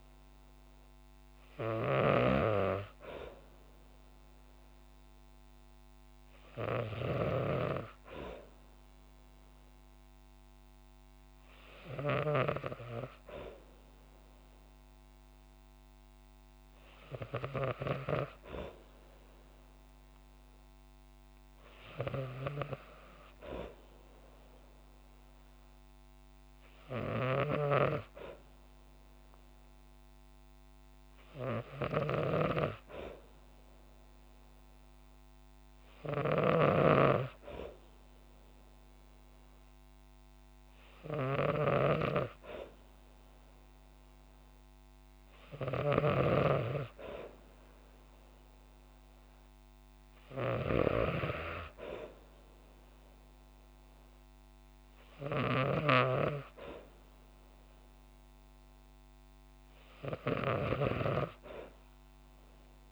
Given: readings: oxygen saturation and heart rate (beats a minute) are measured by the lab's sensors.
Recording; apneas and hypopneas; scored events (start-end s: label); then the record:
breathing in sleep by a microphone on the trachea; none
0.00-6.50 s: snoring (device-marked)
26.50-62.92 s: snoring (device-marked)
From the record:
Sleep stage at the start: N2 (light sleep); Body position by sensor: on the back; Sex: female